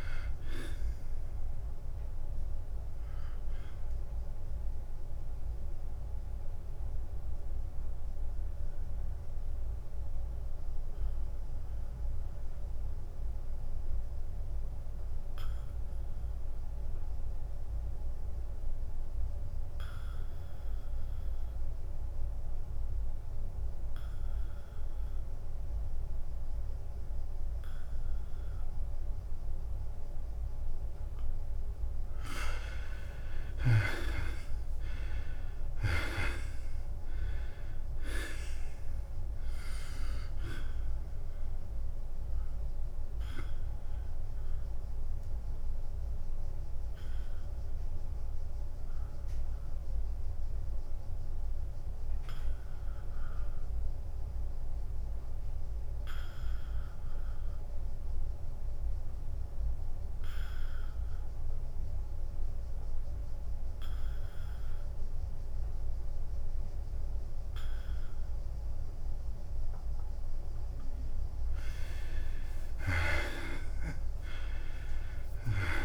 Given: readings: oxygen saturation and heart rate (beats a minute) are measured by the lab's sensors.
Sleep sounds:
breathing in sleep by a room microphone; 2
0.00-6.50 s: drop in pulse transit time (device-marked, heart rate 91 extreme)
0.00-19.50 s: oxygen desaturation (device-marked, oxygen 78% lowest, heart rate 91 extreme)
5.00-32.50 s: mixed apnea (oxygen 97% before, 78% lowest, heart rate 93 before, 91 extreme, up 5 after)
24.50-60.50 s: oxygen desaturation (device-marked, oxygen 98% before, 78% lowest, heart rate 95 before, 91 extreme)
33.50-47.50 s: drop in pulse transit time (device-marked, heart rate 94 before, 93 extreme)
35.00-38.50 s: arousal
43.50-71.00 s: obstructive apnea (oxygen 98% before, 78% lowest, heart rate 94 before, 91 extreme, up 5 after)
62.50-75.85 s: oxygen desaturation (device-marked, oxygen 98% before, 79% lowest, heart rate 95 before, 90 extreme)
74.50-75.85 s: arousal
From the record:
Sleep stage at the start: N2 (light sleep); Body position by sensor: on the back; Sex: male

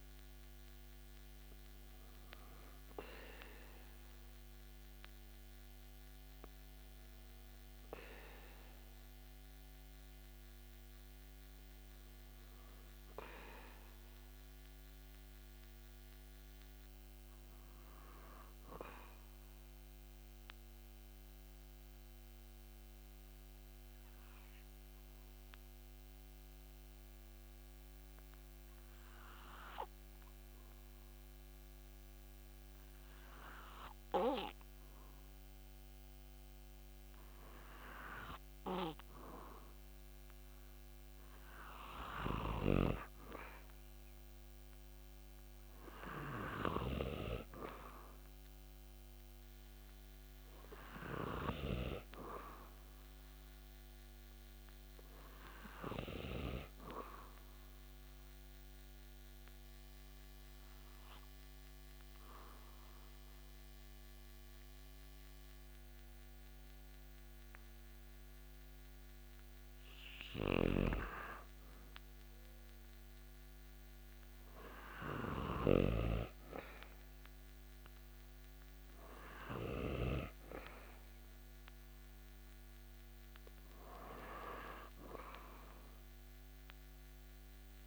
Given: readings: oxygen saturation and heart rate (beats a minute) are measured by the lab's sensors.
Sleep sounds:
breathing in sleep by a microphone on the trachea; 2
20.50-38.00 s: obstructive apnea (oxygen 99% before, 92% lowest)
40.00-43.50 s: arousal
40.00-67.00 s: oxygen desaturation (device-marked, oxygen 98% before, 93% lowest)
56.50-71.00 s: obstructive apnea (oxygen 99% before, 92% lowest)
73.50-76.50 s: arousal
From the record:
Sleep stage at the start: N2 (light sleep); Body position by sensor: on the back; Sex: male

